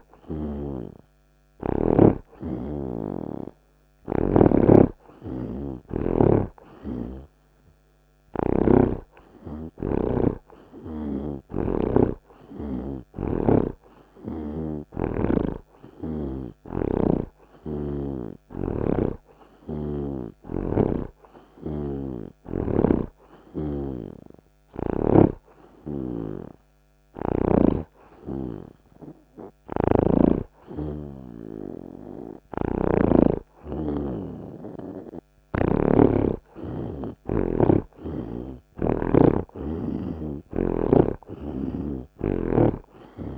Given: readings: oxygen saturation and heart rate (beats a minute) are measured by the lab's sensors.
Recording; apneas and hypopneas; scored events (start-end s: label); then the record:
breathing in sleep by a microphone on the trachea; none
0.00-1.00 s: snoring (device-marked)
0.00-5.00 s: oxygen desaturation (device-marked, oxygen 80% lowest)
5.50-9.00 s: snoring (device-marked)
13.00-24.00 s: oxygen desaturation (device-marked, oxygen 86% before, 82% lowest)
26.00-30.50 s: snoring (device-marked)
32.50-36.00 s: snoring (device-marked)
40.50-43.38 s: snoring (device-marked)
From the record:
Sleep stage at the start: N3 (deep sleep); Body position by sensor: on the right side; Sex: male